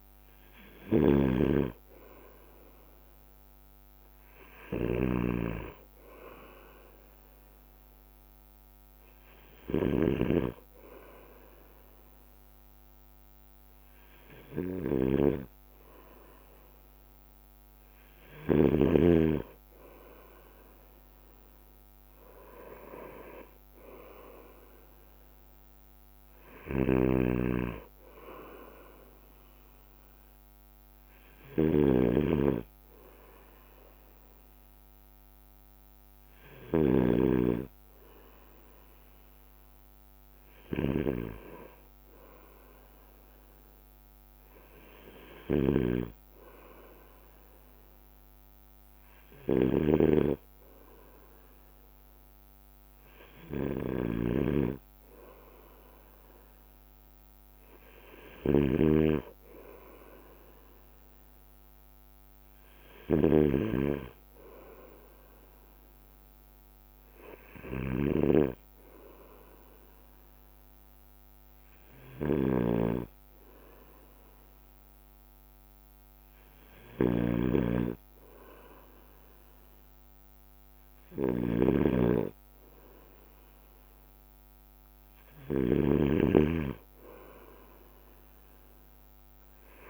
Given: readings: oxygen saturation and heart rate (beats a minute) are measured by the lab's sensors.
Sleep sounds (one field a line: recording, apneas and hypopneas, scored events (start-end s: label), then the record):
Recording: breathing in sleep by a microphone on the trachea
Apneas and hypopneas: none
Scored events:
0.00-19.00 s: snoring (device-marked)
0.00-21.50 s: bradycardia (device-marked, heart rate 55 extreme)
23.50-32.50 s: drop in pulse transit time (device-marked, heart rate 57 before, 55 extreme)
24.50-40.50 s: bradycardia (device-marked, heart rate 57 before, 54 extreme)
26.50-86.00 s: snoring (device-marked)
44.50-86.50 s: bradycardia (device-marked, heart rate 57 before, 54 extreme)
86.50-89.90 s: drop in pulse transit time (device-marked, heart rate 56 before, 56 extreme)
From the record:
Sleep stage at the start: N2 (light sleep)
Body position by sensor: on the right side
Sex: male